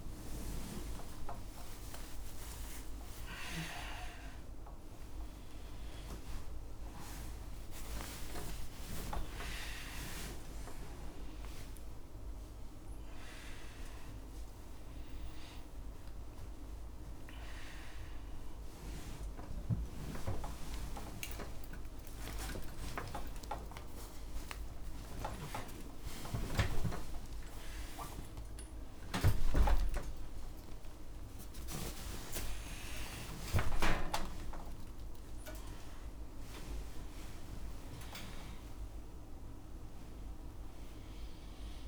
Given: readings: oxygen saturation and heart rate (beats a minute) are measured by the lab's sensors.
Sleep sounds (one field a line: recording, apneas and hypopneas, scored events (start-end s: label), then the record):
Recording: a person awake in a sleep study, by a room microphone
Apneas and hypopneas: none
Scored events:
0.00-1.50 s: tachycardia (device-marked, heart rate 114 extreme)
6.50-11.50 s: tachycardia (device-marked, heart rate 69 before, 101 extreme)
6.50-41.88 s: new sleep stage, awake
17.50-32.50 s: tachycardia (device-marked, heart rate 69 before, 186 extreme)
23.50-25.50 s: long interval between heartbeats (device-marked, heart rate 102 before, 130 extreme)
26.50-28.50 s: long interval between heartbeats (device-marked, heart rate 109 before, 148 extreme)
28.50-30.50 s: long interval between heartbeats (device-marked, heart rate 114 before, 173 extreme)
30.50-32.50 s: long interval between heartbeats (device-marked, heart rate 122 before, 159 extreme)
35.50-37.50 s: bradycardia (device-marked, heart rate 72 before, 78 extreme)
From the record:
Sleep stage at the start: N1 (lightest sleep)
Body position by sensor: on the back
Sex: male